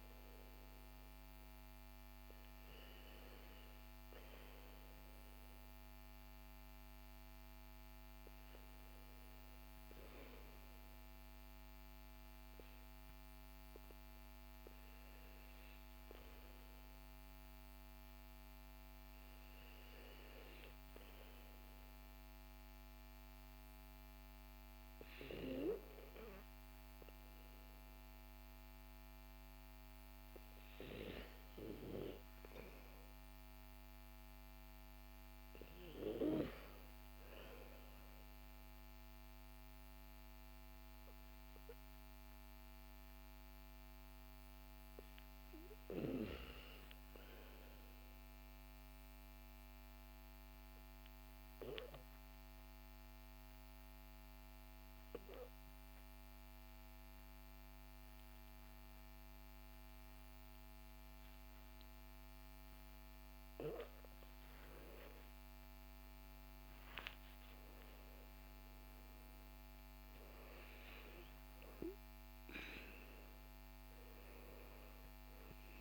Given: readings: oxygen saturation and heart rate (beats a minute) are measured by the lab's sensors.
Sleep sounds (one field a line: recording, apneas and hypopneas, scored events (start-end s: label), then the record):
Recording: breathing in sleep by a microphone on the trachea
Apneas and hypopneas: 1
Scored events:
48.00-61.50 s: obstructive apnea (oxygen 98% before, 95% lowest, heart rate 55 before, 43 extreme, up 21 after)
64.00-68.50 s: arousal
From the record:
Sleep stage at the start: REM sleep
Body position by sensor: on the back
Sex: male